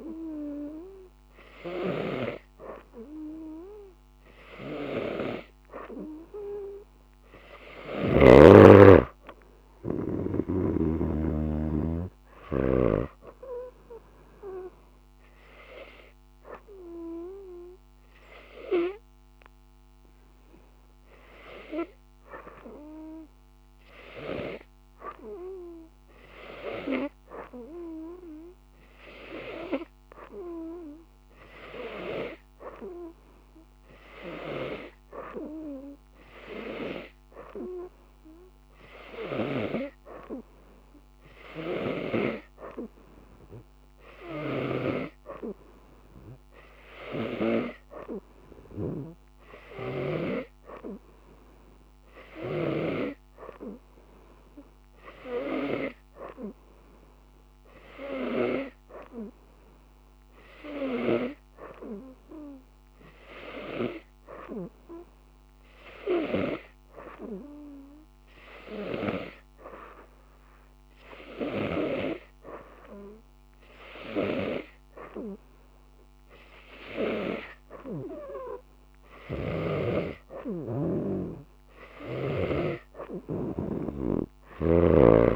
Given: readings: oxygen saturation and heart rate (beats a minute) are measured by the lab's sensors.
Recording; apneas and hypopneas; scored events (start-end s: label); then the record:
breathing in sleep by a microphone on the trachea; none
44.50-50.50 s: snoring (device-marked)
From the record:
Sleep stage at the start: N2 (light sleep); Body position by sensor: on the right side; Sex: female